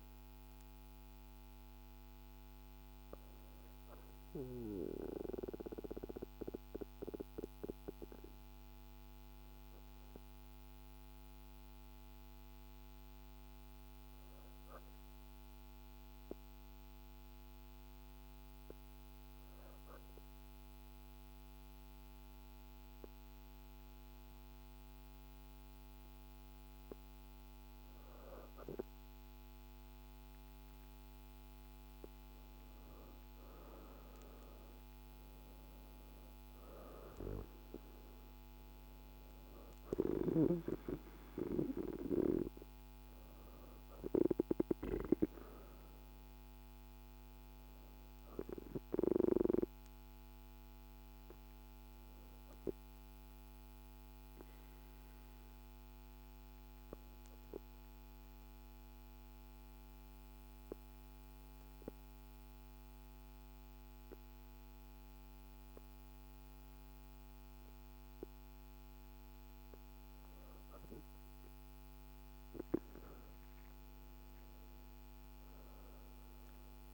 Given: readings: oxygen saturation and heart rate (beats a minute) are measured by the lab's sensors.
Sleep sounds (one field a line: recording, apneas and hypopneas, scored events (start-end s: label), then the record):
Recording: breathing in sleep by a microphone on the trachea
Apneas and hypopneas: 2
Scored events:
0.00-2.50 s: oxygen desaturation (device-marked, oxygen 93% lowest, heart rate 48 extreme)
3.00-27.50 s: obstructive apnea (oxygen 98% before, 91% lowest, heart rate 54 before, 48 extreme, up 5 after)
23.50-54.50 s: oxygen desaturation (device-marked, oxygen 99% before, 91% lowest, heart rate 50 before, 48 extreme)
30.50-35.00 s: arousal
52.50-70.50 s: obstructive apnea (oxygen 97% before, 94% lowest, heart rate 54 before, 49 extreme, up 3 after)
72.50-76.50 s: arousal
75.50-76.94 s: oxygen desaturation (device-marked, oxygen 98% before, 94% lowest, heart rate 51 before, 49 extreme)
From the record:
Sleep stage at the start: N2 (light sleep)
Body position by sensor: on the back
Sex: female